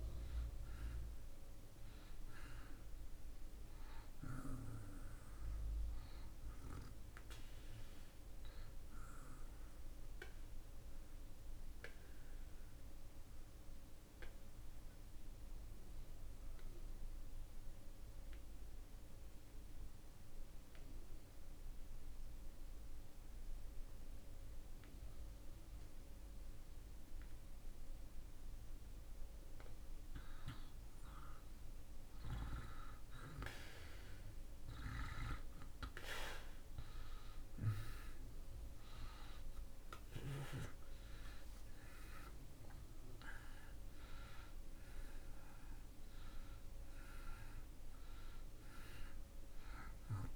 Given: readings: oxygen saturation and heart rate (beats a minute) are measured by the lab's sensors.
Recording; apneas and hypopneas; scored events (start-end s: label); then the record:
breathing in sleep by a room microphone; 1
0.00-27.50 s: oxygen desaturation (device-marked, oxygen 77% lowest)
10.50-29.00 s: obstructive apnea (oxygen 97% before, 77% lowest)
31.50-37.50 s: arousal
37.50-50.36 s: oxygen desaturation (device-marked, oxygen 98% before, 82% lowest)
From the record:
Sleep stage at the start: N2 (light sleep); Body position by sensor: on the back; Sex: male